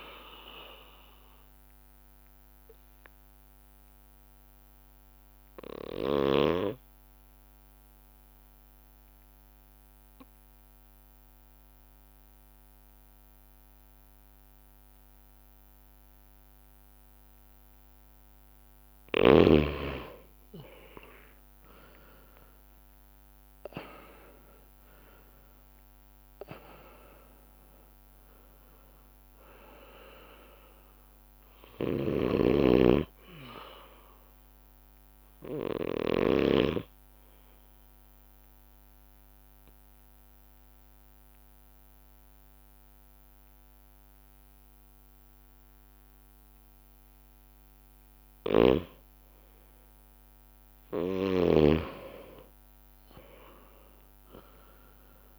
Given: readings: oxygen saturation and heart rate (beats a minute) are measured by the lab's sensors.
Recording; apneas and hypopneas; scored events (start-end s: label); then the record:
breathing in sleep by a microphone on the trachea; 2
1.50-18.00 s: obstructive apnea (oxygen 99% before, 93% lowest)
5.00-17.00 s: bradycardia (device-marked)
20.00-45.00 s: oxygen desaturation (device-marked, oxygen 99% before, 93% lowest)
24.00-28.50 s: arousal
25.00-35.00 s: bradycardia (device-marked)
31.50-36.50 s: snoring (device-marked)
38.00-49.00 s: obstructive apnea (oxygen 99% before, 91% lowest)
42.00-53.00 s: bradycardia (device-marked)
52.00-55.38 s: arousal
From the record:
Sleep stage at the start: N2 (light sleep); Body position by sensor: on the back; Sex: male